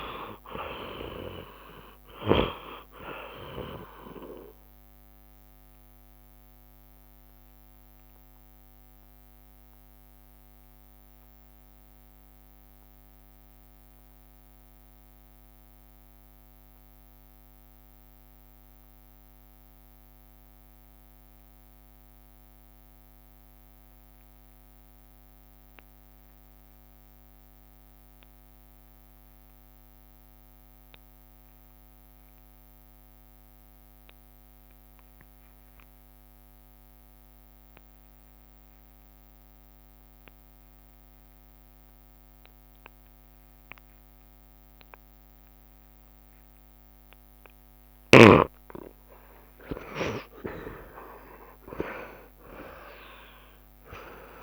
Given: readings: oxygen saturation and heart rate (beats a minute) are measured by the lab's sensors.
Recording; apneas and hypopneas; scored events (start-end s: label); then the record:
breathing in sleep by a microphone on the trachea; 1
0.00-1.00 s: arousal
0.00-22.50 s: oxygen desaturation (device-marked, oxygen 65% lowest, heart rate 69 extreme)
6.00-48.00 s: obstructive apnea (oxygen 90% before, 64% lowest, heart rate 80 before, 69 extreme, up 19 after)
29.50-54.43 s: oxygen desaturation (device-marked, oxygen 88% before, 64% lowest, heart rate 71 before, 68 extreme)
35.50-37.50 s: long interval between heartbeats (device-marked, heart rate 70 before, 81 extreme)
46.00-48.00 s: long interval between heartbeats (device-marked, heart rate 74 before, 81 extreme)
49.50-51.50 s: long interval between heartbeats (device-marked, heart rate 77 before, 91 extreme)
50.50-54.43 s: arousal
From the record:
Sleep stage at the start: N2 (light sleep); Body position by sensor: on the back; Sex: male